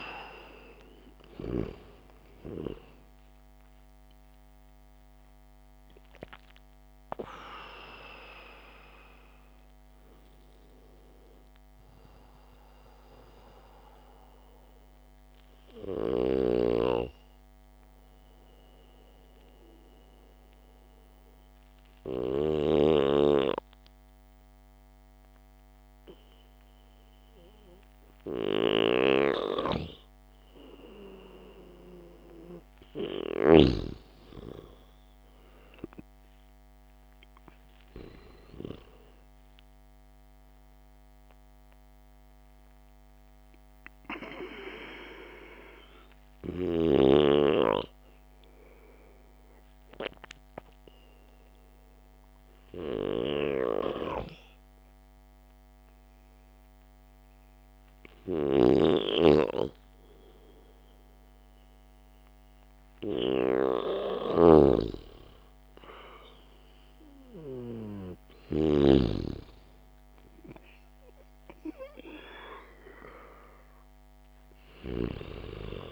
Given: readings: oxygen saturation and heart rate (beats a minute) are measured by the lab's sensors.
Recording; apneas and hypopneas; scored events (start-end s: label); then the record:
breathing in sleep by a microphone on the trachea; 1
16.50-23.00 s: snoring (device-marked)
17.50-31.00 s: hypopnea (oxygen 97% before, 94% lowest, heart rate 92 before, 57 extreme, up 7 after)
22.50-75.92 s: new sleep stage, N2 (light sleep)
32.50-37.00 s: arousal
58.50-69.50 s: snoring (device-marked)
70.00-74.00 s: arousal
From the record:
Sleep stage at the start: N1 (lightest sleep); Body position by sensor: on the back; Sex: male